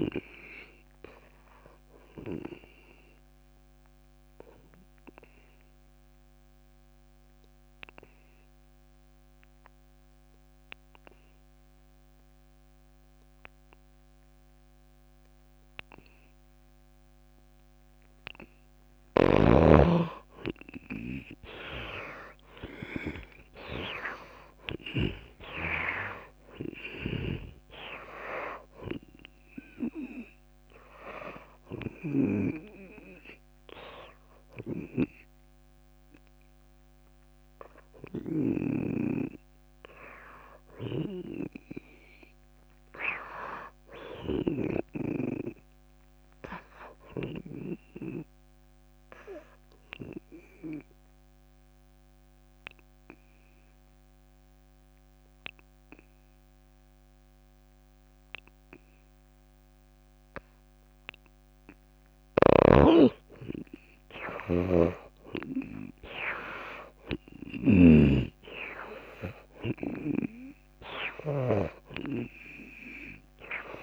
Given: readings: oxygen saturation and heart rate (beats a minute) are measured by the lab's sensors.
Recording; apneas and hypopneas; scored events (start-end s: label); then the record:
breathing in sleep by a microphone on the trachea; 2
3.00-18.50 s: obstructive apnea (oxygen 99% before, 81% lowest)
15.00-40.00 s: oxygen desaturation (device-marked, oxygen 98% before, 81% lowest)
22.50-26.50 s: arousal
27.50-33.00 s: snoring (device-marked)
35.00-39.00 s: snoring (device-marked)
41.00-45.00 s: snoring (device-marked)
42.00-45.00 s: arousal
49.00-63.50 s: obstructive apnea (oxygen 98% before, 84% lowest)
62.00-73.82 s: oxygen desaturation (device-marked, oxygen 96% before, 84% lowest)
65.00-69.50 s: arousal
65.00-72.00 s: snoring (device-marked)
From the record:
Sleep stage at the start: N2 (light sleep); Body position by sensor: on the back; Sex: female